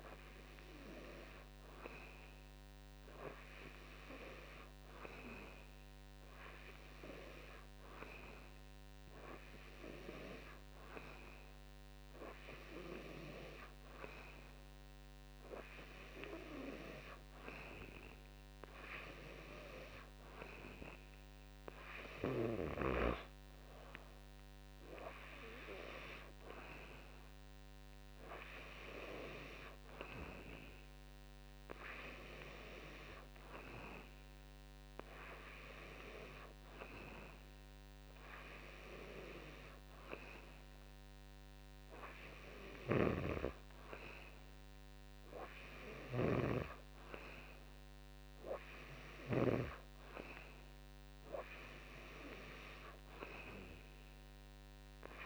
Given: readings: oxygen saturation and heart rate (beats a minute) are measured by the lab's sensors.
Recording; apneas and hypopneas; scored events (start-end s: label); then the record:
breathing in sleep by a microphone on the trachea; none
46.00-49.50 s: snoring (device-marked)
From the record:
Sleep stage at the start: N2 (light sleep); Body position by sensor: on the back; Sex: male